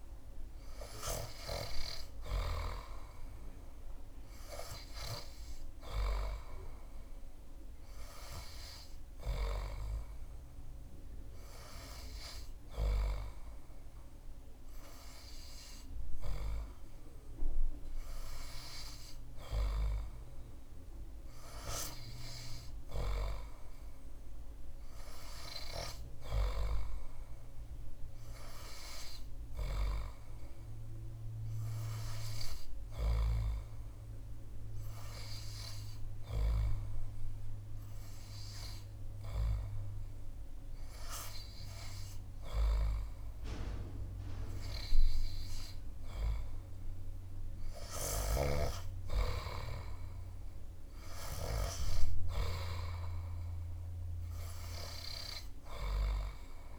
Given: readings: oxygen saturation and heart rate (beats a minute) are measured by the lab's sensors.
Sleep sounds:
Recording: breathing in sleep by a room microphone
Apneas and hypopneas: 1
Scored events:
30.00-40.50 s: hypopnea (oxygen 98% before, 96% lowest)
42.50-46.00 s: arousal
From the record:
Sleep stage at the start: N3 (deep sleep)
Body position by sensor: on the back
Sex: male

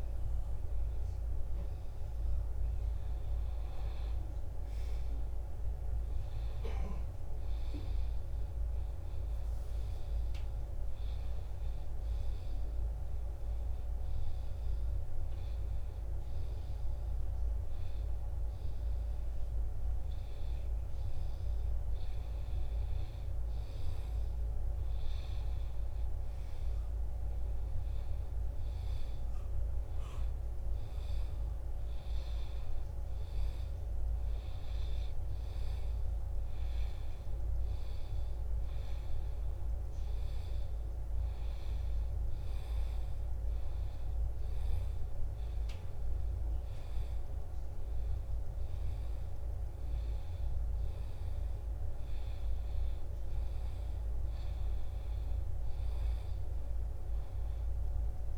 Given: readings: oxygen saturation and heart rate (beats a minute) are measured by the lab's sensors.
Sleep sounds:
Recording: breathing in sleep, hard to hear, by a room microphone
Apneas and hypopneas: none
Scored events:
none scored
From the record:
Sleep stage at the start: N2 (light sleep)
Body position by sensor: on the back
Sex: male

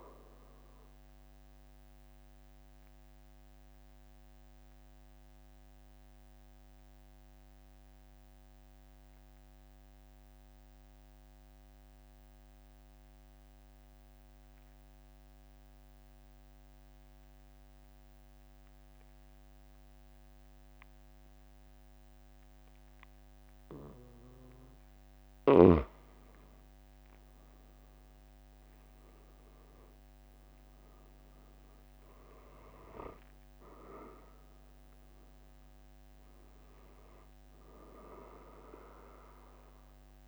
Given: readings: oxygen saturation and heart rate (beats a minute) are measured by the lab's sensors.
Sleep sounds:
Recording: breathing in sleep by a microphone on the trachea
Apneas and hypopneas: 1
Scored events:
4.50-25.50 s: mixed apnea (oxygen 96% before, 92% lowest, heart rate 45 before, 42 extreme, up 4 after)
27.50-32.50 s: arousal
From the record:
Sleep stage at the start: N2 (light sleep)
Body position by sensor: on the back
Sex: male

